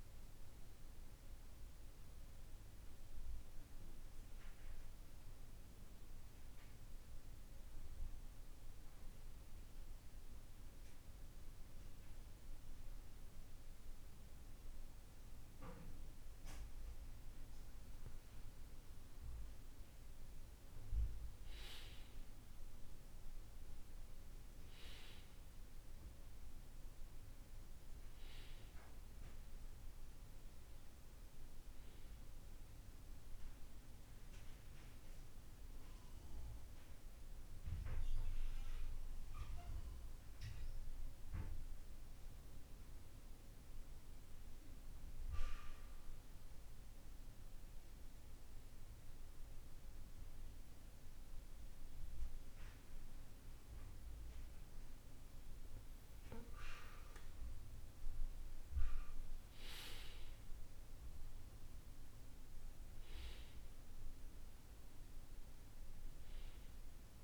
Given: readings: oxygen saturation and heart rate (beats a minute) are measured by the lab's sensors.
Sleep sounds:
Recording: breathing in sleep by a room microphone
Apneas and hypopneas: 2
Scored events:
0.50-15.50 s: obstructive apnea (oxygen 95% before, 94% lowest, heart rate 52 before, 49 extreme, up 3 after)
17.50-21.00 s: arousal
36.50-52.50 s: obstructive apnea (oxygen 97% before, 94% lowest, heart rate 51 before, 49 extreme, up 2 after)
55.00-59.00 s: arousal
From the record:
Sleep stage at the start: N2 (light sleep)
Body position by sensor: on the back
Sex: male

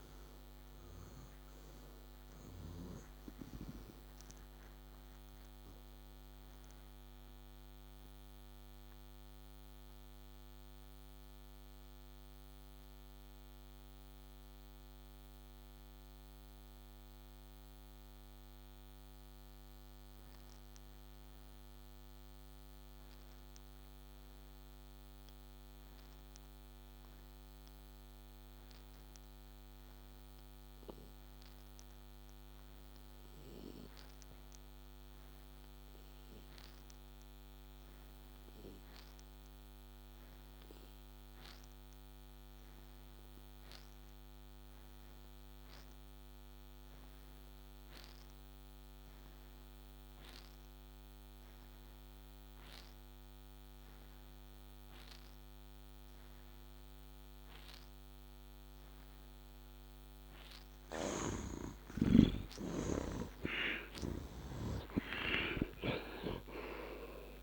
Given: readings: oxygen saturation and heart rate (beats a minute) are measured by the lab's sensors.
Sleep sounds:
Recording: breathing in sleep by a microphone on the trachea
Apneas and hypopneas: 1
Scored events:
0.00-2.50 s: snoring (device-marked)
8.00-58.50 s: mixed apnea (heart rate 69 before, 59 extreme, up 19 after)
60.50-67.43 s: snoring (device-marked)
61.50-65.50 s: arousal
From the record:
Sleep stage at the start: N2 (light sleep)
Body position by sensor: on the back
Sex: male

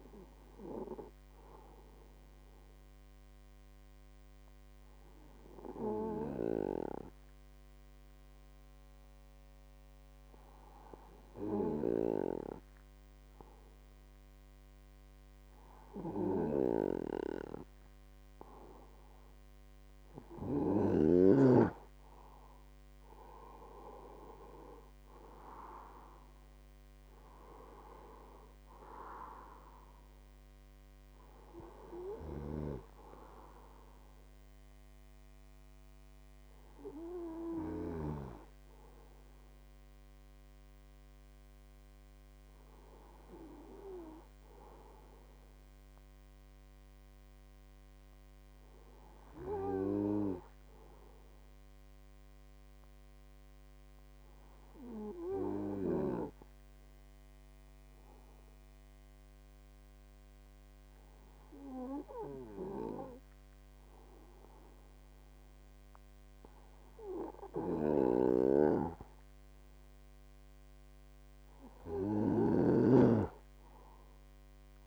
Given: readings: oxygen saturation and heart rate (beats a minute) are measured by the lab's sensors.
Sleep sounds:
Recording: breathing in sleep by a microphone on the trachea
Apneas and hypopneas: 2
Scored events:
2.50-18.00 s: hypopnea (oxygen 97% before, 95% lowest, heart rate 50 before, 48 extreme, up 5 after)
23.00-27.00 s: arousal
52.00-70.00 s: hypopnea (oxygen 98% before, 96% lowest, heart rate 55 before, 50 extreme, up 24 after)
73.50-74.87 s: arousal
From the record:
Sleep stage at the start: N2 (light sleep)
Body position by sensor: on the right side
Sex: male

